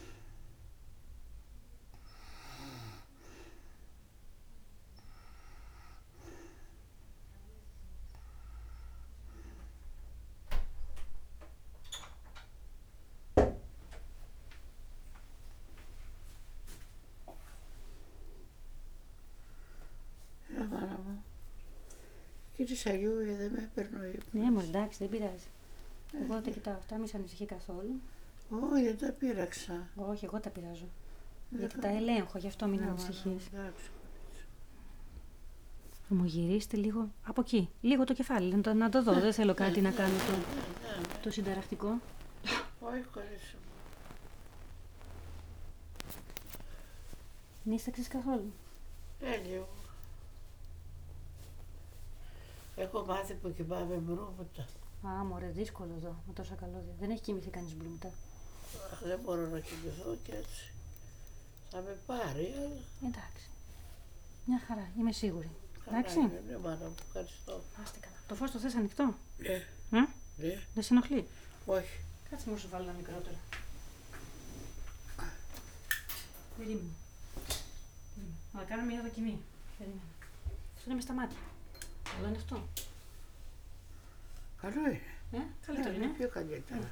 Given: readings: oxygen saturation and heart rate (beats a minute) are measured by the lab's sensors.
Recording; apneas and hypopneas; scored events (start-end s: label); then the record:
a person awake in a sleep study, by a room microphone; none
10.00-32.00 s: oxygen desaturation (device-marked, oxygen 94% before, 89% lowest)
17.00-86.92 s: new sleep stage, awake
From the record:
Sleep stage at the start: N2 (light sleep); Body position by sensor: on the back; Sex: female